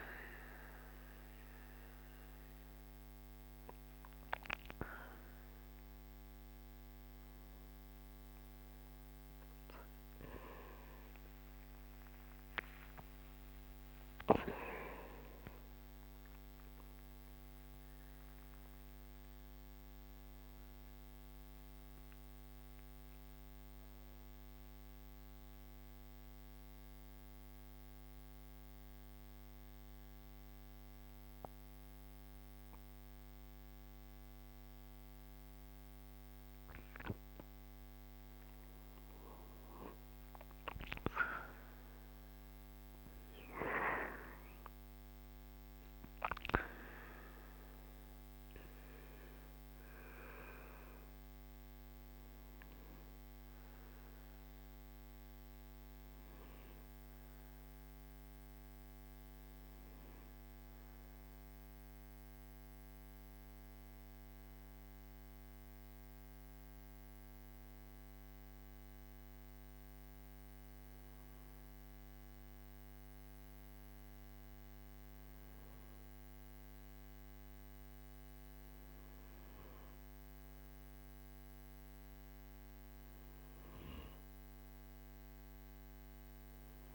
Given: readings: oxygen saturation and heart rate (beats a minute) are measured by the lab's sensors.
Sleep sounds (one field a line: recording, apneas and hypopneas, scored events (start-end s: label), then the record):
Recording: breathing in sleep by a microphone on the trachea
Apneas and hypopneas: 2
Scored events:
12.00-17.50 s: arousal
21.00-37.50 s: central apnea (oxygen 92% before, 92% lowest, heart rate 76 before, 55 extreme, up 10 after)
39.50-44.00 s: arousal
63.50-78.50 s: oxygen desaturation (device-marked, oxygen 97% before, 92% lowest, heart rate 62 before, 52 extreme)
66.50-80.50 s: hypopnea (oxygen 97% before, 92% lowest, heart rate 60 before, 52 extreme, up 2 after)
82.00-86.00 s: arousal
From the record:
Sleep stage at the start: N2 (light sleep)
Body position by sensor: on the right side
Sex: male